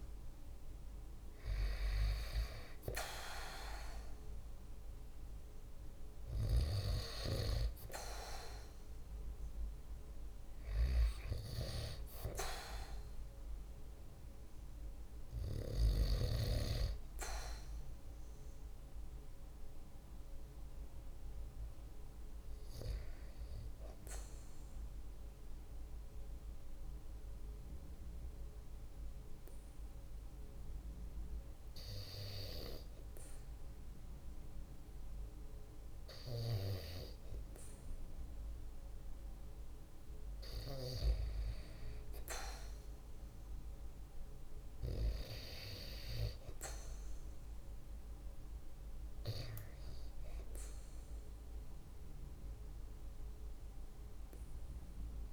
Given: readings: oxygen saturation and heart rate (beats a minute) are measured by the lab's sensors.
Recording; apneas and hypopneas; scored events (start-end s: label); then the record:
breathing in sleep by a room microphone; 1
25.50-40.50 s: hypopnea (oxygen 96% before, 93% lowest, heart rate 51 before, 47 extreme, up 0 after)
42.00-46.00 s: arousal
50.00-55.32 s: oxygen desaturation (device-marked, oxygen 97% before, 94% lowest, heart rate 48 before, 47 extreme)
From the record:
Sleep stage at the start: REM sleep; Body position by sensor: on the right side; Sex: male